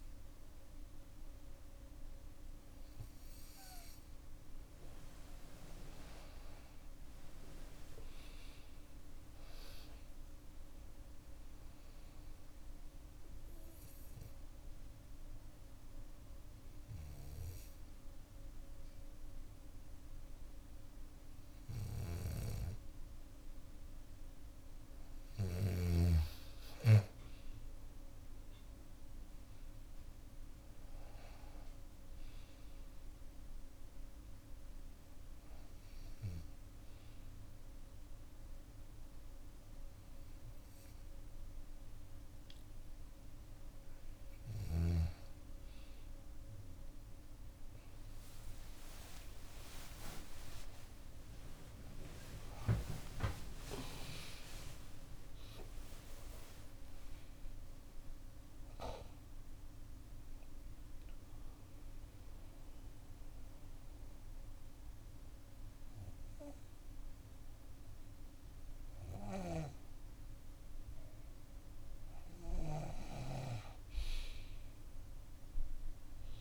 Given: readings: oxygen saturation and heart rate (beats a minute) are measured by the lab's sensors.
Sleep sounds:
breathing in sleep by a room microphone; none
4.50-9.00 s: arousal
34.00-40.00 s: bradycardia (device-marked, heart rate 65 before, 58 extreme)
47.50-49.50 s: long interval between heartbeats (device-marked, heart rate 61 before, 84 extreme)
48.00-53.50 s: arousal
49.50-51.50 s: long interval between heartbeats (device-marked, heart rate 65 before, 138 extreme)
54.00-56.00 s: long interval between heartbeats (device-marked, heart rate 86 before, 135 extreme)
69.00-73.00 s: snoring (device-marked)
From the record:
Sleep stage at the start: N2 (light sleep); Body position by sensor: on the back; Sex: female

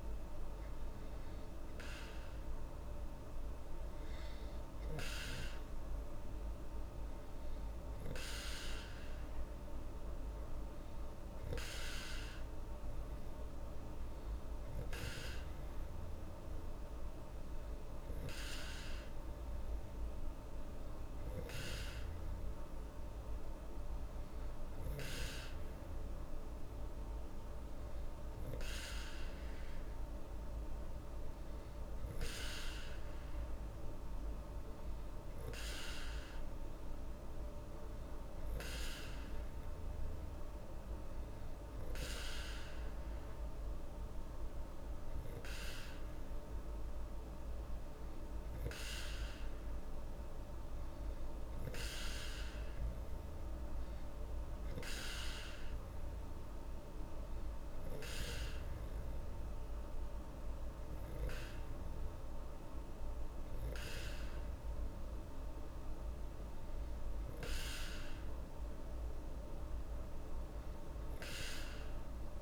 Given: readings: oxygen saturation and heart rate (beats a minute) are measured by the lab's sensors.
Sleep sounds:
breathing in sleep by a room microphone; none
none scored
From the record:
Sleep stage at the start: N2 (light sleep); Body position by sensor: on the back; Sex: female

